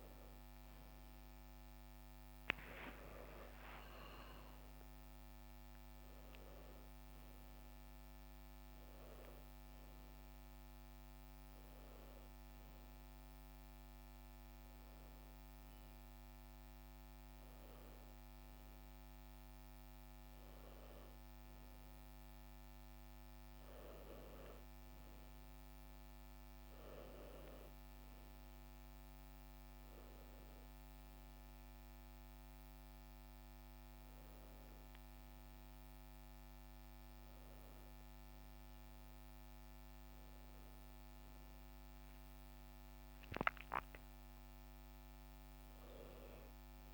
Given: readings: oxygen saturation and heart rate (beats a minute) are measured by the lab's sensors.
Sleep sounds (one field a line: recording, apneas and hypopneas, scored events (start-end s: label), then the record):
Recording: breathing in sleep by a microphone on the trachea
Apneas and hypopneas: none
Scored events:
0.00-3.50 s: arousal
From the record:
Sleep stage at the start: N1 (lightest sleep)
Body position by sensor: on the back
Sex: female